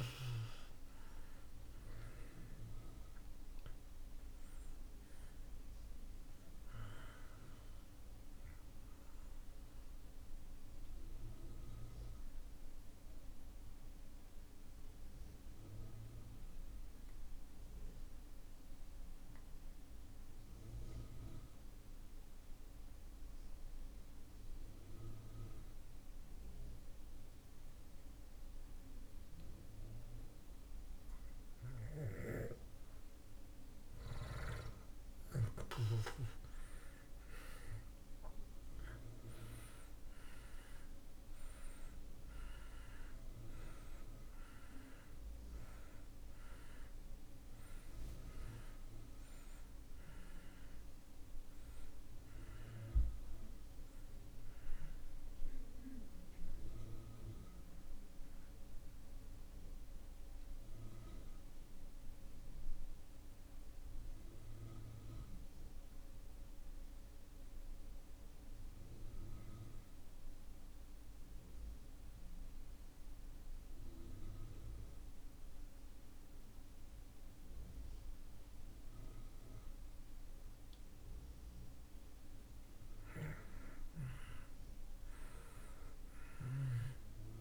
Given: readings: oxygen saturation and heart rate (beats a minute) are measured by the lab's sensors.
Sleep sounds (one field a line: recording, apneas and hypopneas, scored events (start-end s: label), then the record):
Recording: breathing in sleep by a room microphone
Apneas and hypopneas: 2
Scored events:
0.00-26.50 s: oxygen desaturation (device-marked, oxygen 74% lowest)
8.50-30.50 s: mixed apnea (oxygen 97% before, 74% lowest)
33.00-38.00 s: arousal
41.50-72.50 s: oxygen desaturation (device-marked, oxygen 97% before, 75% lowest)
59.00-81.00 s: mixed apnea (oxygen 97% before, 75% lowest)
84.50-87.41 s: arousal
85.50-87.41 s: oxygen desaturation (device-marked, oxygen 97% before, 77% lowest)
From the record:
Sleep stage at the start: N2 (light sleep)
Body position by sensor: on the back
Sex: male